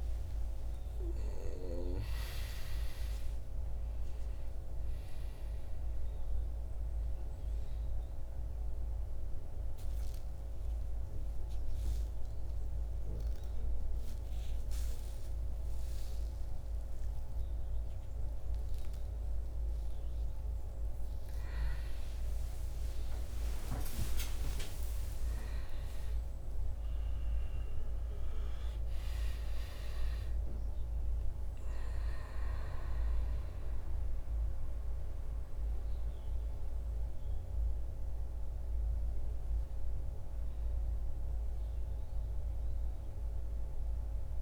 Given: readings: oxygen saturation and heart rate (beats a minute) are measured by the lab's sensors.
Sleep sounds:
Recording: a person awake in a sleep study, by a room microphone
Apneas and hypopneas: none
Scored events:
5.50-35.50 s: new sleep stage, awake
12.50-23.50 s: oxygen desaturation (device-marked, oxygen 96% before, 93% lowest, heart rate 67 before, 61 extreme)
35.50-44.42 s: new sleep stage, N1 (lightest sleep)
From the record:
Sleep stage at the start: N2 (light sleep)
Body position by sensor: on the back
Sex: male

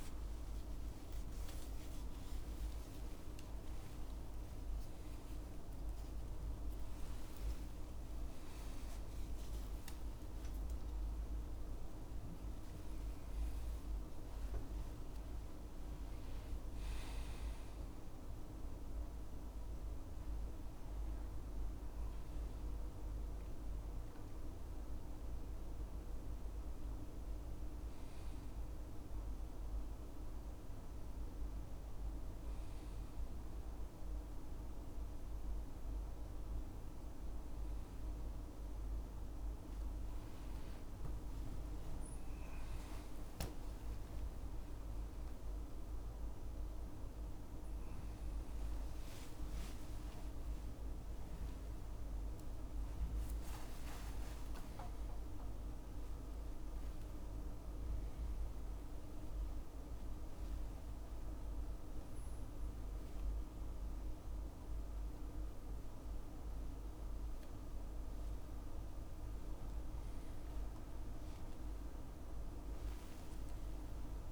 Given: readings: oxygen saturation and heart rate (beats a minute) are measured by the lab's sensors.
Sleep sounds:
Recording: a person awake in a sleep study, hard to hear, by a room microphone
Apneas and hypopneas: none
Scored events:
2.00-7.00 s: snoring (device-marked)
9.00-12.00 s: tachycardia (device-marked, heart rate 82 before, 93 extreme)
9.00-13.00 s: snoring (device-marked)
12.50-14.50 s: long interval between heartbeats (device-marked, heart rate 80 before, 102 extreme)
43.50-45.50 s: long interval between heartbeats (device-marked, heart rate 80 before, 86 extreme)
70.00-74.32 s: new sleep stage, N1 (lightest sleep)
From the record:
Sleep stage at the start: awake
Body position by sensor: on the back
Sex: male

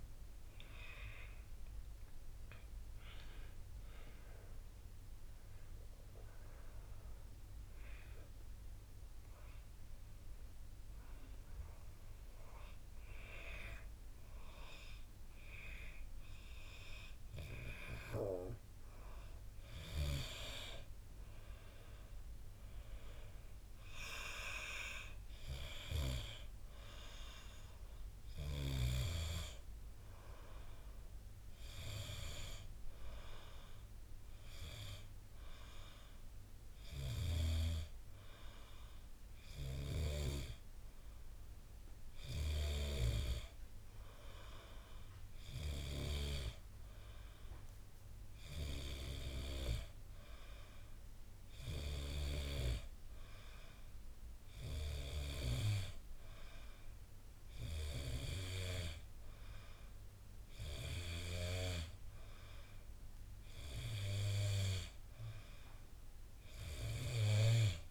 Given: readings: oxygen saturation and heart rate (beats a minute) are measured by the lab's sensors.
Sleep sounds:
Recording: breathing in sleep by a room microphone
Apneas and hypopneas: 1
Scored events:
11.50-21.50 s: hypopnea (oxygen 91% before, 91% lowest, heart rate 91 before, 55 extreme, up 6 after)
24.00-27.50 s: arousal
56.00-59.00 s: oxygen desaturation (device-marked, oxygen 96% before, 95% lowest, heart rate 58 before, 60 extreme)
From the record:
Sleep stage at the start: N2 (light sleep)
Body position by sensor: on the back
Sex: male

